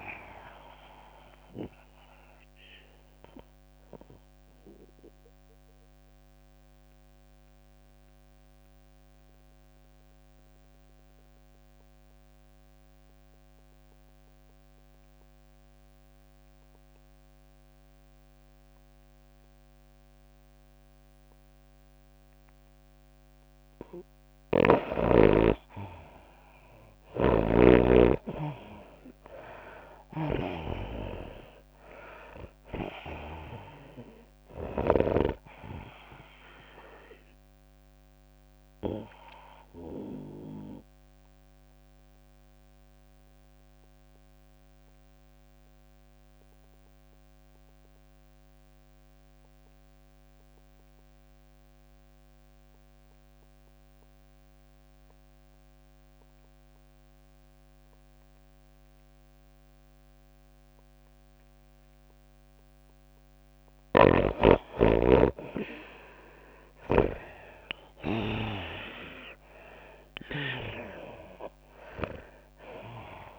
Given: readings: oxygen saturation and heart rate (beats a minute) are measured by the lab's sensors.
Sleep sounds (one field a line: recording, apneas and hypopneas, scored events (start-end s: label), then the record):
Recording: breathing in sleep by a microphone on the trachea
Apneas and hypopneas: 2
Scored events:
0.00-8.50 s: tachycardia (device-marked, heart rate 105 extreme)
0.00-13.50 s: drop in pulse transit time (device-marked, heart rate 99 extreme)
0.00-19.50 s: oxygen desaturation (device-marked, oxygen 83% lowest, heart rate 94 extreme)
3.50-24.00 s: mixed apnea (oxygen 98% before, 81% lowest, heart rate 103 before, 94 extreme, up 6 after)
21.50-47.50 s: oxygen desaturation (device-marked, oxygen 99% before, 83% lowest, heart rate 101 before, 94 extreme)
24.50-35.50 s: snoring (device-marked)
27.00-32.00 s: arousal
28.50-44.50 s: tachycardia (device-marked, heart rate 101 before, 106 extreme)
34.50-49.50 s: drop in pulse transit time (device-marked, heart rate 97 before, 99 extreme)
38.50-63.00 s: obstructive apnea (oxygen 99% before, 81% lowest, heart rate 99 before, 94 extreme, up 25 after)
60.50-73.39 s: oxygen desaturation (device-marked, oxygen 98% before, 81% lowest, heart rate 99 before, 94 extreme)
61.50-73.39 s: tachycardia (device-marked, heart rate 101 before, 119 extreme)
65.00-67.50 s: arousal
69.50-73.39 s: drop in pulse transit time (device-marked, heart rate 101 before, 94 extreme)
From the record:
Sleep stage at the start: N2 (light sleep)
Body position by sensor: on the right side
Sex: female